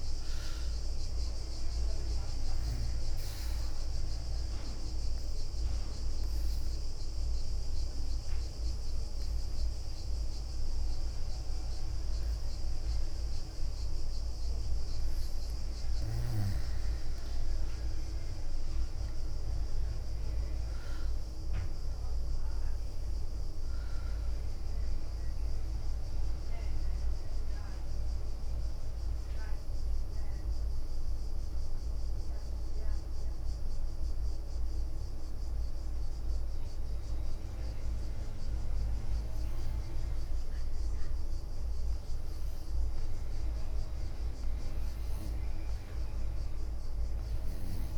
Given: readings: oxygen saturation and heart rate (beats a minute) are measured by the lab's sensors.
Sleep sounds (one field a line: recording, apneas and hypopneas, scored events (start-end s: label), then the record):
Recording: breathing in sleep, hard to hear, by a room microphone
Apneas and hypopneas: 2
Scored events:
0.00-6.00 s: leg movement (device-marked)
0.00-13.50 s: oxygen desaturation (device-marked, oxygen 95% lowest, heart rate 63 extreme)
3.50-14.50 s: obstructive apnea (oxygen 99% before, 92% lowest, heart rate 67 before, 63 extreme, up 9 after)
16.00-26.00 s: leg movement (device-marked)
17.00-21.50 s: arousal
21.50-38.50 s: oxygen desaturation (device-marked, oxygen 98% before, 92% lowest, heart rate 65 before, 64 extreme)
31.50-43.50 s: hypopnea (oxygen 98% before, 92% lowest, heart rate 68 before, 64 extreme, up 6 after)
45.50-47.97 s: arousal
From the record:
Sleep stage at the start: N1 (lightest sleep)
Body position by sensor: on the back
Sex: female